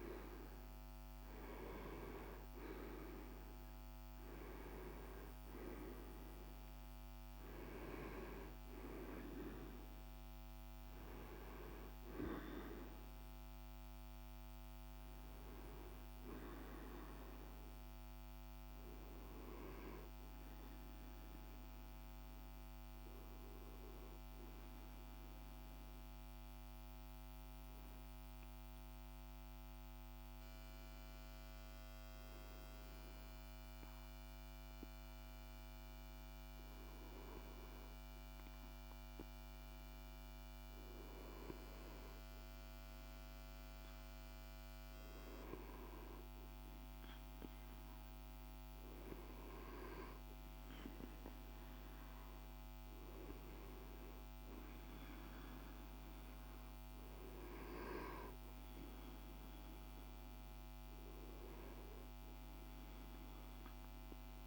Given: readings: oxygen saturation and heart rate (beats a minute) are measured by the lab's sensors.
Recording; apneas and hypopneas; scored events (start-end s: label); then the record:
breathing in sleep by a microphone on the trachea; 1
0.00-1.00 s: arousal
0.00-28.00 s: oxygen desaturation (device-marked, oxygen 87% lowest, heart rate 52 extreme)
24.50-39.50 s: obstructive apnea (oxygen 95% before, 92% lowest, heart rate 56 before, 52 extreme, up 0 after)
42.00-46.00 s: arousal
From the record:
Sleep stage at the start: REM sleep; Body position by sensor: on the back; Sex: male